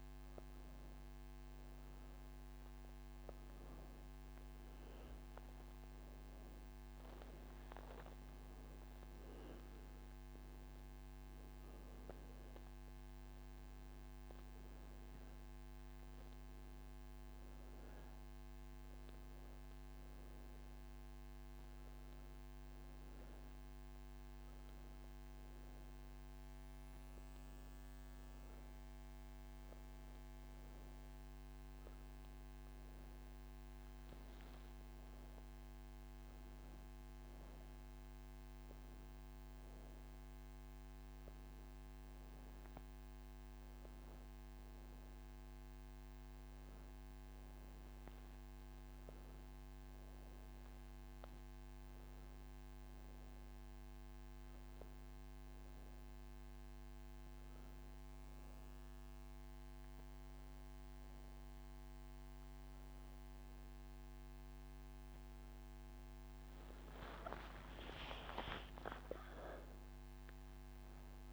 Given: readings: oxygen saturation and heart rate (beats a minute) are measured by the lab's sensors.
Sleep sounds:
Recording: breathing in sleep, hard to hear, by a microphone on the trachea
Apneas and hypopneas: none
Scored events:
18.50-35.50 s: oxygen desaturation (device-marked, oxygen 97% before, 91% lowest)
From the record:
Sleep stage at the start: N1 (lightest sleep)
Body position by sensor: on the back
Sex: female

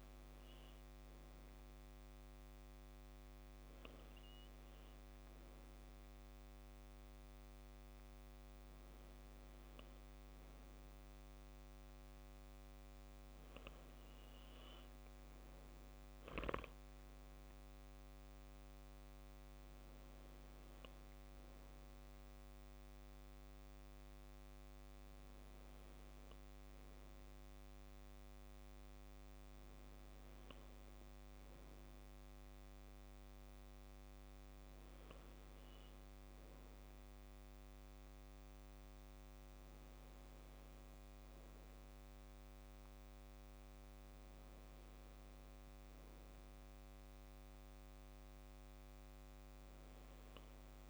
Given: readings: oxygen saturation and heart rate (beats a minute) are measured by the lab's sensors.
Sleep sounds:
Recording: breathing in sleep, hard to hear, by a microphone on the trachea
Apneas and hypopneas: none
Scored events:
none scored
From the record:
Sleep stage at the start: N2 (light sleep)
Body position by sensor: on the back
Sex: male

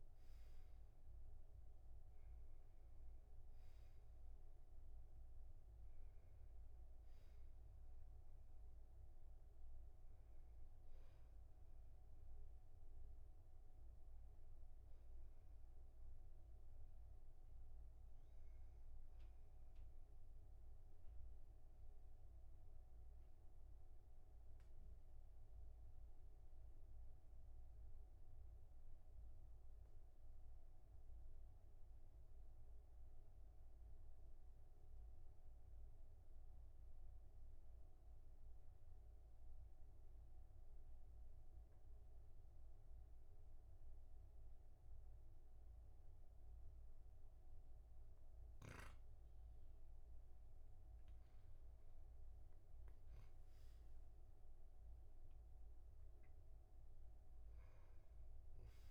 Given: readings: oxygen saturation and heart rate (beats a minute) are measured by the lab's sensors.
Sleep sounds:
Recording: breathing in sleep, hard to hear, by a room microphone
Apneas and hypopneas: 1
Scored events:
10.00-26.00 s: oxygen desaturation (device-marked, oxygen 98% before, 94% lowest, heart rate 46 before, 38 extreme)
21.00-50.50 s: obstructive apnea (oxygen 98% before, 95% lowest, heart rate 46 before, 38 extreme, up 16 after)
52.00-56.50 s: arousal
From the record:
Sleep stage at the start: N2 (light sleep)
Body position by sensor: on the back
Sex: male

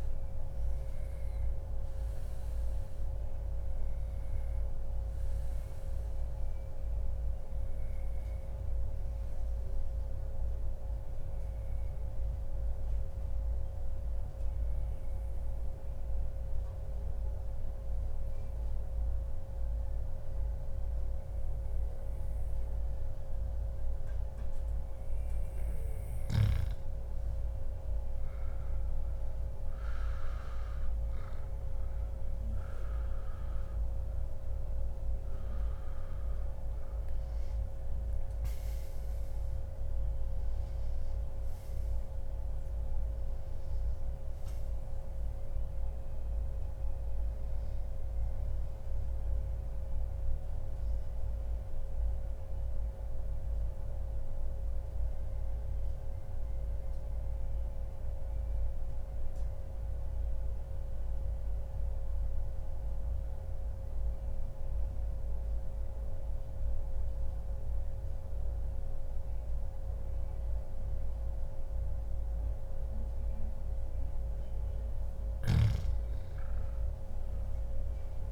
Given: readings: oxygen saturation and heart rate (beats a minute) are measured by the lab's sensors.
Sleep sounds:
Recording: breathing in sleep, hard to hear, by a room microphone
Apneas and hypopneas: 2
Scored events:
2.00-26.50 s: obstructive apnea (oxygen 97% before, 93% lowest, heart rate 143 before, 97 extreme, up 28 after)
7.00-9.00 s: long interval between heartbeats (device-marked, heart rate 144 before, 126 extreme)
27.00-42.00 s: oxygen desaturation (device-marked, oxygen 97% before, 93% lowest, heart rate 123 before, 93 extreme)
29.00-33.00 s: arousal
51.00-74.00 s: mixed apnea (oxygen 96% before, 92% lowest, heart rate 136 before, 108 extreme, up 33 after)
52.00-54.00 s: long interval between heartbeats (device-marked, heart rate 133 before, 93 extreme)
From the record:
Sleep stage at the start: N2 (light sleep)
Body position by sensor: on the back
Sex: male

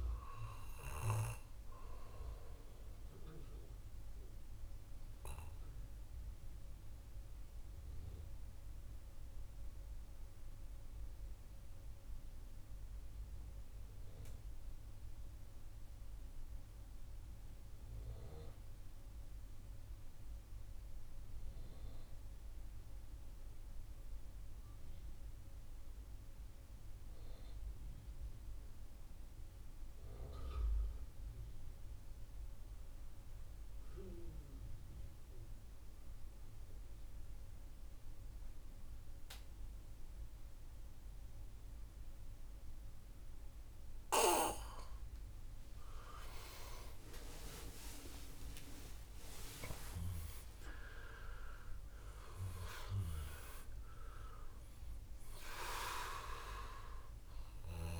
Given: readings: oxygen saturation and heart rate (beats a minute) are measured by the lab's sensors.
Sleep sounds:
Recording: breathing in sleep by a room microphone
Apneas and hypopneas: 1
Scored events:
0.00-10.50 s: oxygen desaturation (device-marked, oxygen 84% lowest, heart rate 63 extreme)
4.00-45.00 s: obstructive apnea (oxygen 95% before, 84% lowest, heart rate 66 before, 61 extreme, up 19 after)
33.50-58.00 s: oxygen desaturation (device-marked, oxygen 98% before, 86% lowest, heart rate 67 before, 61 extreme)
47.00-52.50 s: arousal
From the record:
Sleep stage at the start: N2 (light sleep)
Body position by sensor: on the back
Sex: male

